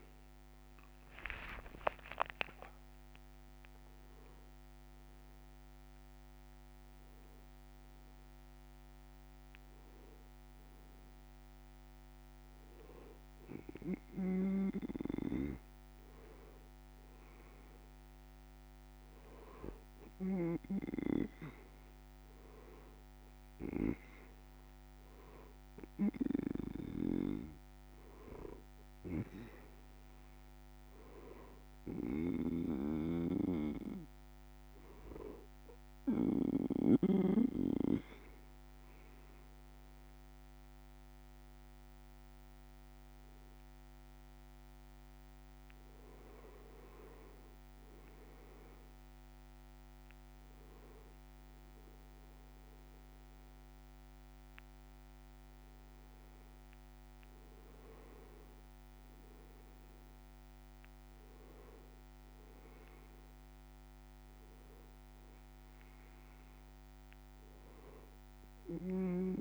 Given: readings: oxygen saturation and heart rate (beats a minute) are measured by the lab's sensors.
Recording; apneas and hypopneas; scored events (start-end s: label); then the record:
breathing in sleep by a microphone on the trachea; none
0.50-4.50 s: arousal
From the record:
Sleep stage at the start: N2 (light sleep); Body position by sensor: on the back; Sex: male